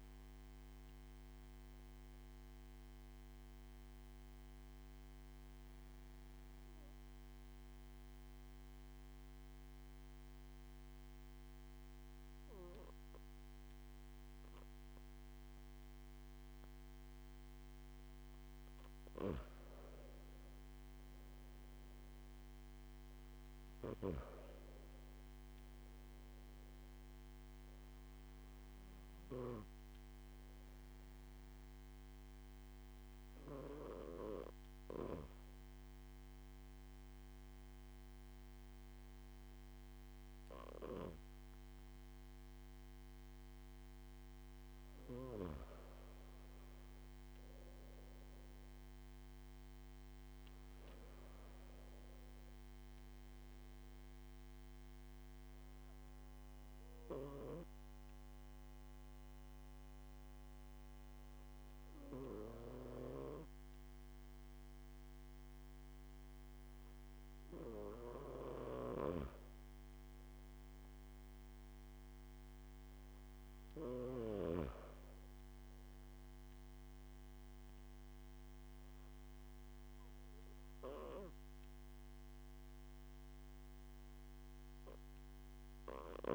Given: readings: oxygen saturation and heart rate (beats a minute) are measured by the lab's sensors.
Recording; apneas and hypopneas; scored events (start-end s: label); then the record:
breathing in sleep by a microphone on the trachea; 3
1.50-18.50 s: obstructive apnea (oxygen 97% before, 94% lowest)
21.00-24.50 s: arousal
32.50-44.50 s: obstructive apnea (oxygen 97% before, 94% lowest)
47.50-51.00 s: arousal
55.50-68.50 s: obstructive apnea (oxygen 97% before, 94% lowest)
70.50-73.50 s: arousal
From the record:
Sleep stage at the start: N2 (light sleep); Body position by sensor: on the back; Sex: male